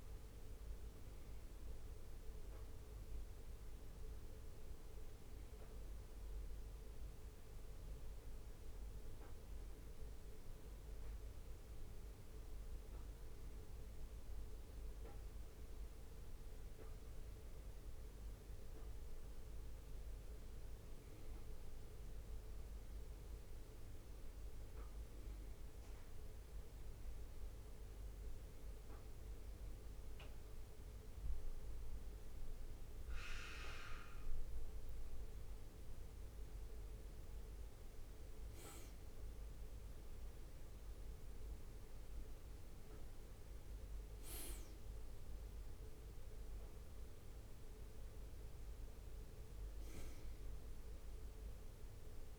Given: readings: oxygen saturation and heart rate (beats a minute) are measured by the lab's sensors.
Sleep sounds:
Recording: a person awake in a sleep study, hard to hear, by a room microphone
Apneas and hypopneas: none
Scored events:
2.00-52.39 s: new sleep stage, awake
From the record:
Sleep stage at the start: N1 (lightest sleep)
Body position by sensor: on the right side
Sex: male

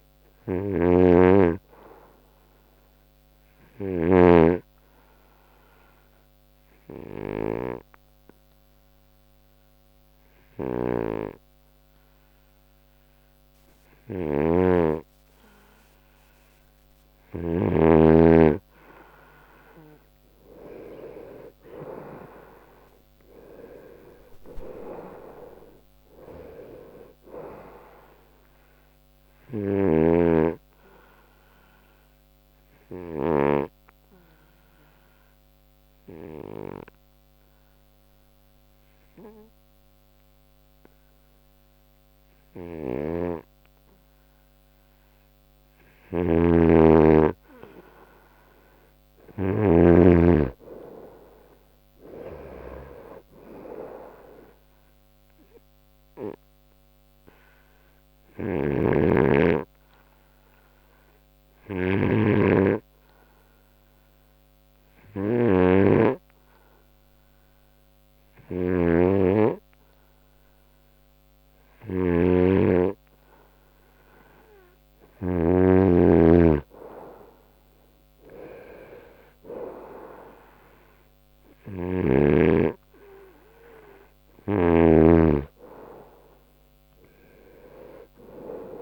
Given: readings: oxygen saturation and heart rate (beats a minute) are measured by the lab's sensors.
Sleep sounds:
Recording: breathing in sleep by a microphone on the trachea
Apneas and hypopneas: 3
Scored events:
5.50-16.50 s: obstructive apnea (oxygen 95% before, 88% lowest, heart rate 74 before, 72 extreme, up 7 after)
12.00-30.00 s: oxygen desaturation (device-marked, oxygen 94% before, 88% lowest, heart rate 76 before, 72 extreme)
14.50-18.50 s: snoring (device-marked)
20.50-26.00 s: arousal
32.00-46.00 s: obstructive apnea (oxygen 96% before, 89% lowest, heart rate 76 before, 69 extreme, up 2 after)
43.00-52.00 s: oxygen desaturation (device-marked, oxygen 96% before, 91% lowest, heart rate 76 before, 69 extreme)
46.50-50.50 s: snoring (device-marked)
51.00-55.00 s: arousal
60.00-74.50 s: hypopnea (oxygen 96% before, 89% lowest, heart rate 73 before, 73 extreme, up 7 after)
69.00-76.00 s: snoring (device-marked)
71.00-83.00 s: oxygen desaturation (device-marked, oxygen 96% before, 89% lowest, heart rate 72 before, 74 extreme)
82.50-87.50 s: arousal
From the record:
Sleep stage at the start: N2 (light sleep)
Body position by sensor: on the right side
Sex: male

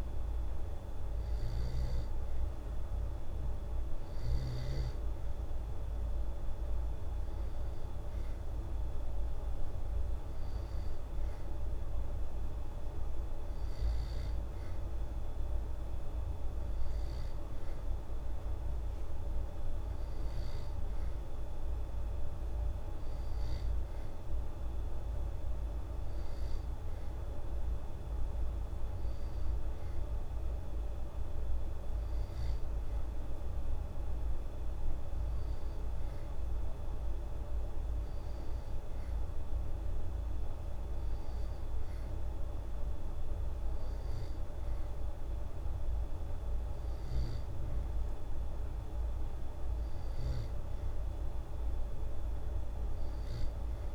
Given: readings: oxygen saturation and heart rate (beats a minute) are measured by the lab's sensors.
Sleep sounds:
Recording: breathing in sleep, hard to hear, by a room microphone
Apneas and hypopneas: none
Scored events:
0.00-5.00 s: snoring (device-marked)
From the record:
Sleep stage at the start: N2 (light sleep)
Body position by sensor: on the back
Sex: female

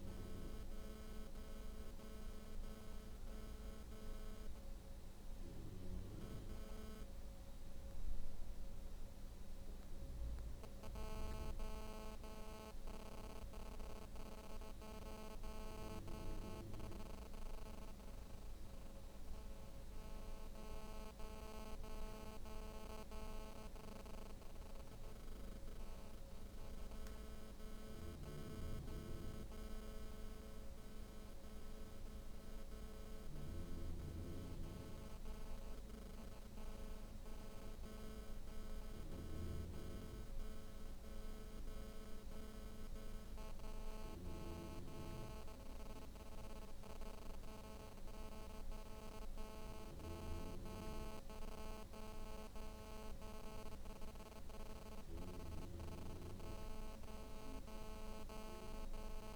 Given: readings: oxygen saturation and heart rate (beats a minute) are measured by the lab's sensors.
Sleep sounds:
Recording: breathing in sleep by a room microphone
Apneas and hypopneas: none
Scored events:
35.00-49.00 s: oxygen desaturation (device-marked, oxygen 94% before, 91% lowest, heart rate 69 before, 71 extreme)
From the record:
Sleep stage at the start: N2 (light sleep)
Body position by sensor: on the back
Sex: female

